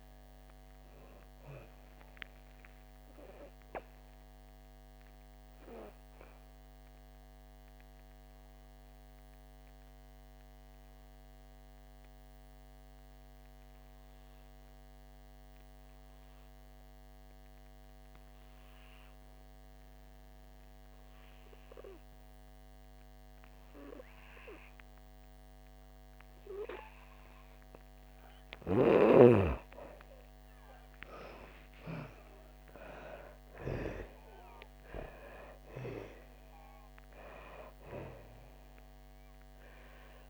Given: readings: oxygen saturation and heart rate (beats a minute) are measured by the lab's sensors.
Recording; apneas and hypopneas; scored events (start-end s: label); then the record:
breathing in sleep by a microphone on the trachea; 1
3.00-11.00 s: oxygen desaturation (device-marked, oxygen 97% before, 91% lowest, heart rate 63 before, 57 extreme)
6.50-28.50 s: obstructive apnea (oxygen 97% before, 88% lowest, heart rate 64 before, 56 extreme, up 9 after)
31.00-34.00 s: arousal
From the record:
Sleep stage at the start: N2 (light sleep); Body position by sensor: on the back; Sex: female